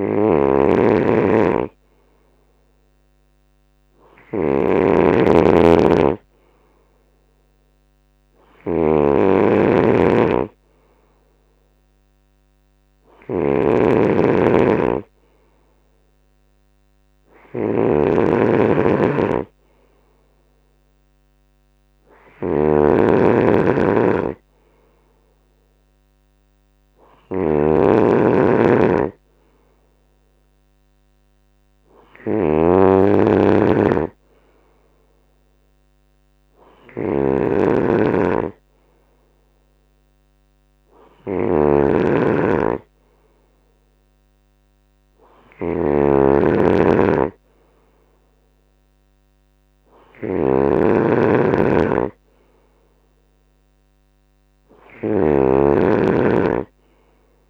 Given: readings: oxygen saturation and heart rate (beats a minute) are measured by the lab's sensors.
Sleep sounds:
breathing in sleep by a microphone on the trachea; none
0.00-57.50 s: snoring (device-marked)
From the record:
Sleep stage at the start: N2 (light sleep); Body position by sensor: on the right side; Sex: male

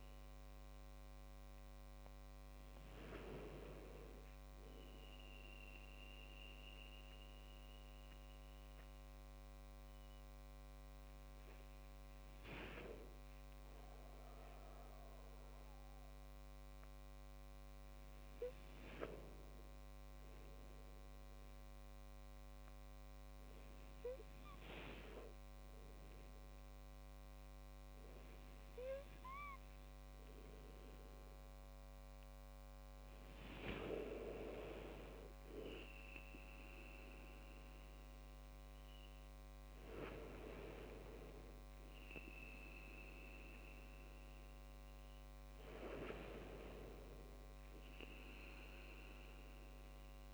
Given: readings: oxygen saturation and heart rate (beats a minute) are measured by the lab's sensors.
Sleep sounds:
breathing in sleep by a microphone on the trachea; none
none scored
From the record:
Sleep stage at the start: N1 (lightest sleep); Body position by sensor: on the back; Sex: male

